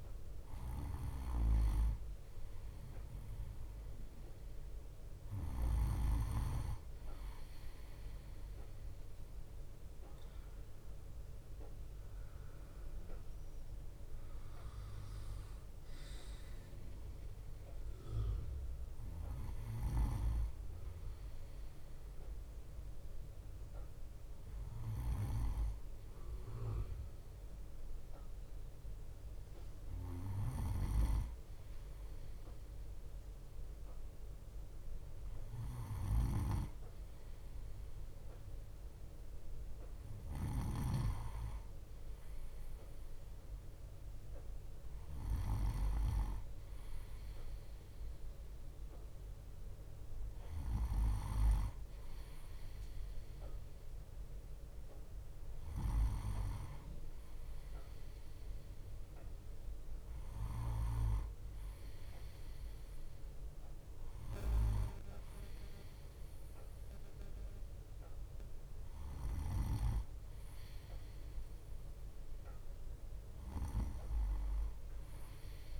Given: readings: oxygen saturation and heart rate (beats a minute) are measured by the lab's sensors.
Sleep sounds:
breathing in sleep by a room microphone; none
30.50-41.00 s: snoring (device-marked)
From the record:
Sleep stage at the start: N2 (light sleep); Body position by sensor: on the right side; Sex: male

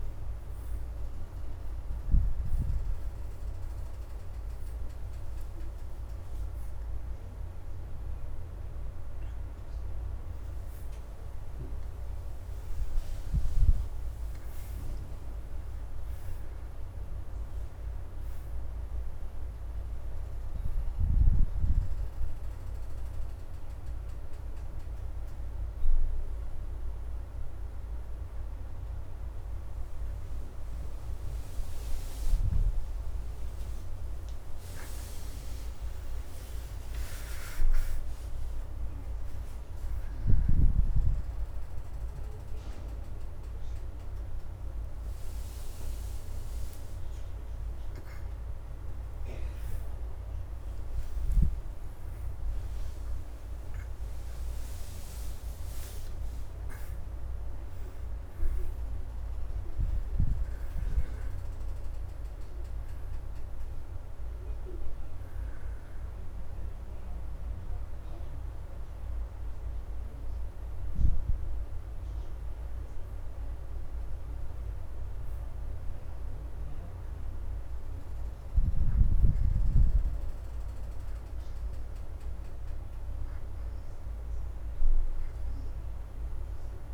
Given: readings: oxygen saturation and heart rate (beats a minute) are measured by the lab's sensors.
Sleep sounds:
a person awake in a sleep study, hard to hear, by a room microphone; none
0.00-20.00 s: oxygen desaturation (device-marked, oxygen 68% lowest, heart rate 76 extreme)
11.00-71.00 s: new sleep stage, awake
40.00-63.00 s: oxygen desaturation (device-marked, oxygen 89% before, 84% lowest, heart rate 89 before, 76 extreme)
65.00-78.00 s: oxygen desaturation (device-marked, oxygen 91% before, 86% lowest, heart rate 84 before, 76 extreme)
71.00-86.94 s: new sleep stage, N1 (lightest sleep)
84.00-86.94 s: oxygen desaturation (device-marked, oxygen 90% before, 79% lowest, heart rate 79 before, 76 extreme)
From the record:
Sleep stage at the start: N1 (lightest sleep); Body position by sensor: on the back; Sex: female

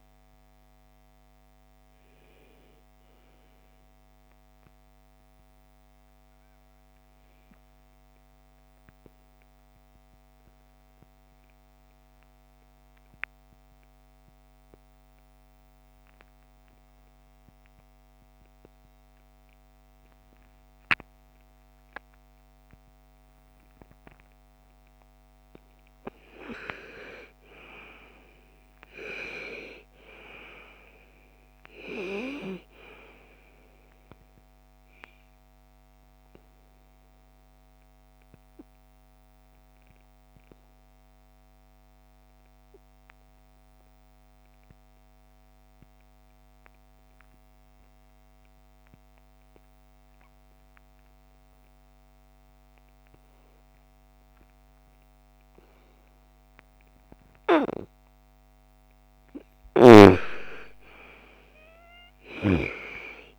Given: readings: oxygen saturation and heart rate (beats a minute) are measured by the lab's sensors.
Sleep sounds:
breathing in sleep by a microphone on the trachea; 2
0.00-16.00 s: oxygen desaturation (device-marked, oxygen 83% lowest, heart rate 52 extreme)
4.00-24.00 s: obstructive apnea (oxygen 98% before, 83% lowest, heart rate 64 before, 47 extreme, up 12 after)
25.50-29.00 s: arousal
28.00-47.00 s: oxygen desaturation (device-marked, oxygen 99% before, 88% lowest, heart rate 57 before, 34 extreme)
34.00-56.50 s: obstructive apnea (oxygen 99% before, 85% lowest, heart rate 60 before, 34 extreme, up 9 after)
58.50-62.00 s: snoring (device-marked)
58.50-62.50 s: arousal
61.00-63.39 s: oxygen desaturation (device-marked, oxygen 98% before, 87% lowest, heart rate 48 before, 48 extreme)
From the record:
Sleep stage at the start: N2 (light sleep); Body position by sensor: on the right side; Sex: female

